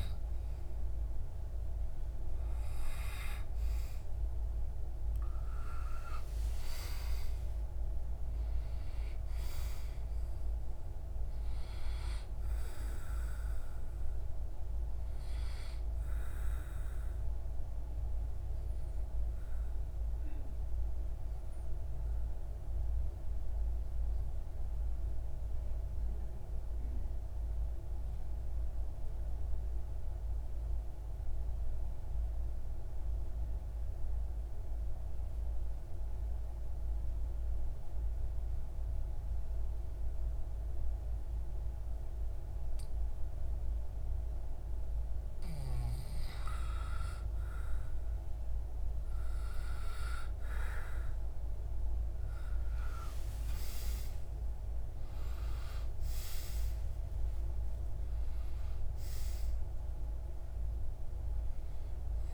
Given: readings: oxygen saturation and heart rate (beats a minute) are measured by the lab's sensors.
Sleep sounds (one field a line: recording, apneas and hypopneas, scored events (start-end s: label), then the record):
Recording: breathing in sleep by a room microphone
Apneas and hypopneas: 1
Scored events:
1.50-20.50 s: oxygen desaturation (device-marked, oxygen 97% before, 92% lowest)
2.50-8.00 s: arousal
17.00-44.00 s: obstructive apnea (oxygen 97% before, 93% lowest)
47.50-62.34 s: oxygen desaturation (device-marked, oxygen 97% before, 93% lowest)
51.50-56.00 s: arousal
From the record:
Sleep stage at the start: N2 (light sleep)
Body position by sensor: on the back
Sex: male